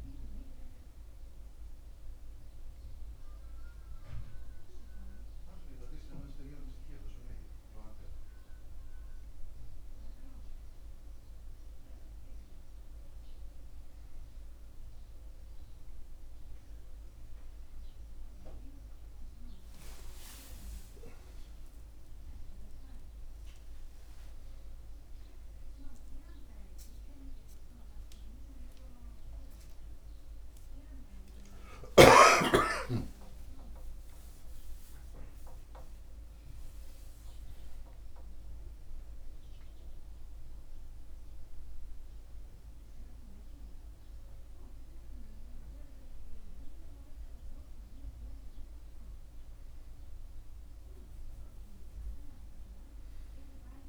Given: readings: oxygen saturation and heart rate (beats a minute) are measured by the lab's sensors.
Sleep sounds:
a person awake in a sleep study, by a room microphone; none
none scored
From the record:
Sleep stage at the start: awake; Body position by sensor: on the back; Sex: male

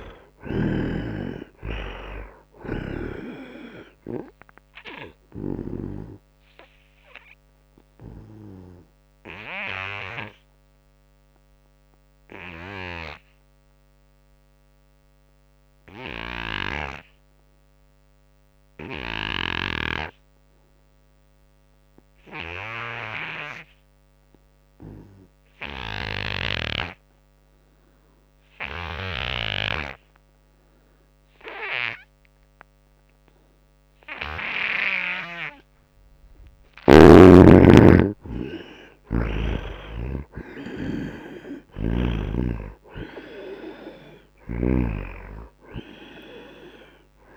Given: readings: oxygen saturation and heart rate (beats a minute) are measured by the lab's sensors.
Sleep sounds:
breathing in sleep by a microphone on the trachea; 1
0.00-3.00 s: snoring (device-marked)
0.00-23.00 s: oxygen desaturation (device-marked, oxygen 74% lowest, heart rate 77 extreme)
4.00-35.50 s: obstructive apnea (oxygen 97% before, 74% lowest, heart rate 83 before, 78 extreme, up 11 after)
4.50-6.50 s: long interval between heartbeats (device-marked, heart rate 83 before, 96 extreme)
33.00-47.37 s: oxygen desaturation (device-marked, oxygen 97% before, 78% lowest, heart rate 82 before, 74 extreme)
35.50-37.50 s: long interval between heartbeats (device-marked, heart rate 81 before, 87 extreme)
36.50-40.00 s: arousal
From the record:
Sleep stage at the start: N2 (light sleep); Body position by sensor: on the right side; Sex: male

